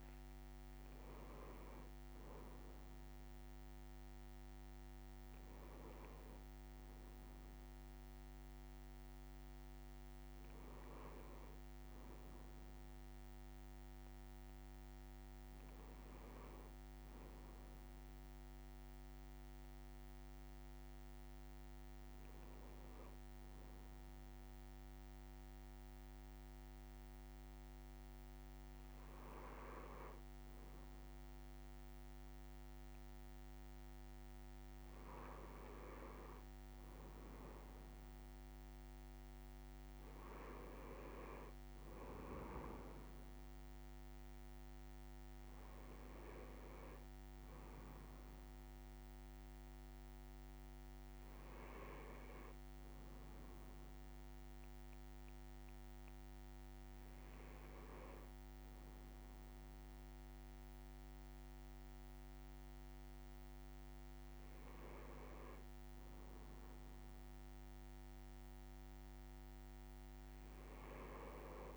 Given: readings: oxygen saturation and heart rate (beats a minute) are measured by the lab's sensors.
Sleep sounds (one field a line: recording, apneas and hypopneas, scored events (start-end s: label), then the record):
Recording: breathing in sleep by a microphone on the trachea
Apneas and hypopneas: none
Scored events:
0.00-1.50 s: leg movement (device-marked)
From the record:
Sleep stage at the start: N1 (lightest sleep)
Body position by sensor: on the right side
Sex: male